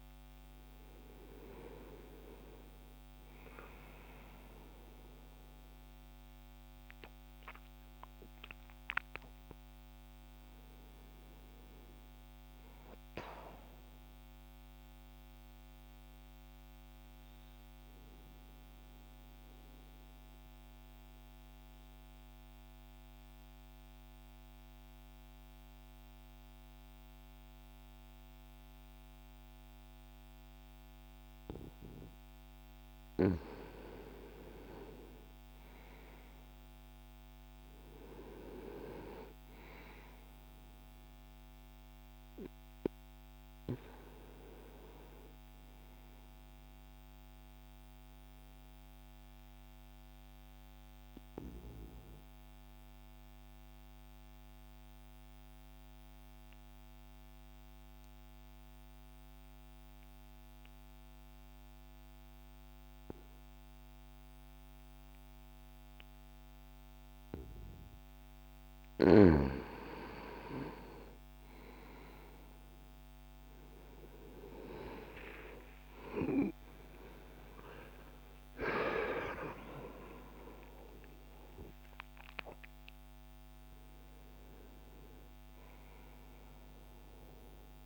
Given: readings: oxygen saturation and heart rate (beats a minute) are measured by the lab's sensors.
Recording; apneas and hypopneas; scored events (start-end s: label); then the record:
breathing in sleep by a microphone on the trachea; 2
0.00-22.50 s: oxygen desaturation (device-marked, oxygen 87% lowest, heart rate 60 extreme)
18.50-32.50 s: mixed apnea (oxygen 98% before, 86% lowest, heart rate 64 before, 60 extreme, up 0 after)
35.00-39.00 s: arousal
40.50-61.50 s: oxygen desaturation (device-marked, oxygen 98% before, 88% lowest, heart rate 63 before, 60 extreme)
47.50-67.00 s: obstructive apnea (oxygen 99% before, 86% lowest, heart rate 63 before, 60 extreme, up 3 after)
70.00-73.50 s: arousal
72.50-87.86 s: oxygen desaturation (device-marked, oxygen 97% before, 86% lowest, heart rate 60 before, 59 extreme)
75.00-80.00 s: arousal
From the record:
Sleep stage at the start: N2 (light sleep); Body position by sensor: on the right side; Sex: male